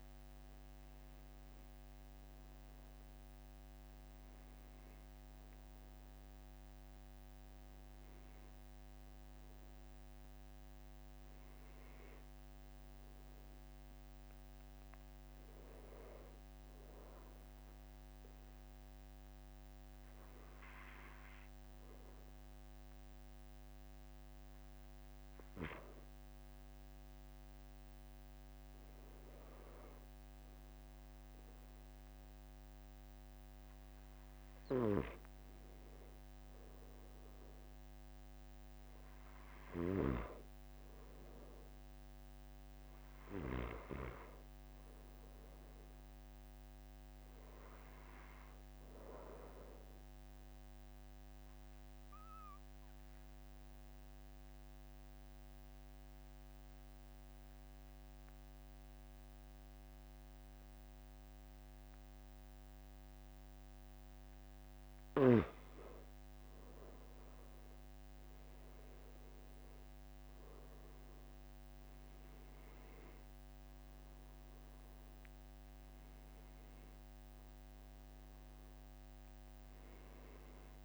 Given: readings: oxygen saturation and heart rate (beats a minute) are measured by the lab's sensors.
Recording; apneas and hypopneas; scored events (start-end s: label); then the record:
breathing in sleep by a microphone on the trachea; 2
0.00-4.00 s: arousal
12.50-31.50 s: oxygen desaturation (device-marked, oxygen 95% before, 92% lowest, heart rate 47 before, 43 extreme)
19.50-34.50 s: obstructive apnea (oxygen 97% before, 92% lowest, heart rate 47 before, 44 extreme, up 1 after)
37.50-42.00 s: arousal
51.00-65.50 s: obstructive apnea (oxygen 97% before, 93% lowest, heart rate 46 before, 44 extreme, up 0 after)
68.50-72.00 s: arousal
73.50-80.85 s: new sleep stage, N1 (lightest sleep)
78.50-80.85 s: oxygen desaturation (device-marked, oxygen 96% before, 93% lowest, heart rate 47 before, 43 extreme)
From the record:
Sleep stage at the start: N2 (light sleep); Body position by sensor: on the back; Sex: male